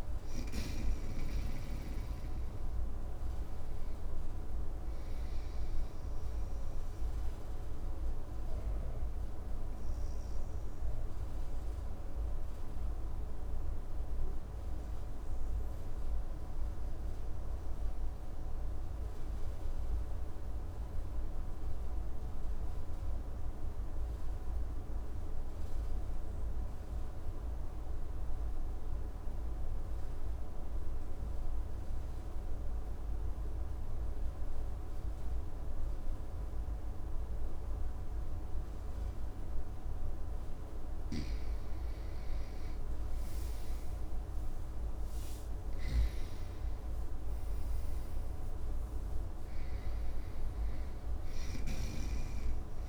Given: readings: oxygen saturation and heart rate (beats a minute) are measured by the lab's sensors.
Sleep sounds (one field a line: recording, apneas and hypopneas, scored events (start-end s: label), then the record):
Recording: breathing in sleep, hard to hear, by a room microphone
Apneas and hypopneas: 1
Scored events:
0.00-5.50 s: oxygen desaturation (device-marked, oxygen 89% lowest, heart rate 54 extreme)
6.00-40.00 s: obstructive apnea (oxygen 95% before, 85% lowest, heart rate 64 before, 58 extreme, up 7 after)
7.50-24.50 s: oxygen desaturation (device-marked, oxygen 91% before, 85% lowest, heart rate 65 before, 60 extreme)
40.50-52.89 s: snoring (device-marked)
41.50-45.50 s: arousal
43.50-52.89 s: oxygen desaturation (device-marked, oxygen 98% before, 91% lowest, heart rate 64 before, 58 extreme)
From the record:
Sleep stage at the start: N2 (light sleep)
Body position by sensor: on the right side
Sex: male